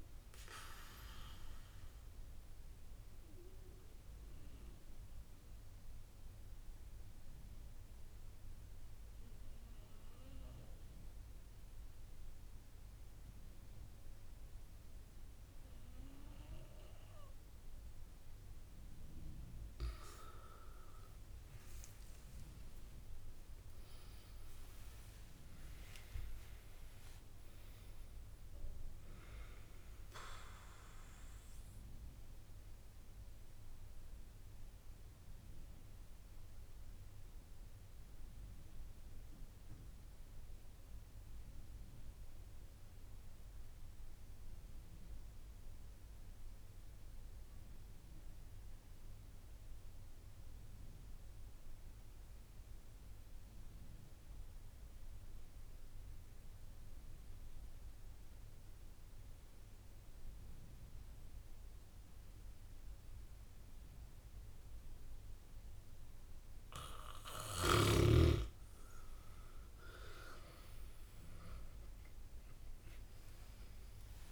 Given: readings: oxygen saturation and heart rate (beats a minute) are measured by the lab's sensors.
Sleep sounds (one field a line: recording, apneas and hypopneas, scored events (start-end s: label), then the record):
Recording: breathing in sleep by a room microphone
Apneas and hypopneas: 2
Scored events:
0.00-17.00 s: oxygen desaturation (device-marked, oxygen 94% lowest)
0.50-18.50 s: obstructive apnea (oxygen 97% before, 93% lowest)
22.00-25.50 s: arousal
31.50-66.00 s: obstructive apnea (oxygen 98% before, 92% lowest)
58.00-74.32 s: oxygen desaturation (device-marked, oxygen 98% before, 92% lowest)
70.00-73.00 s: arousal
From the record:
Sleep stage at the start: N2 (light sleep)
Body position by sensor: on the back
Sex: male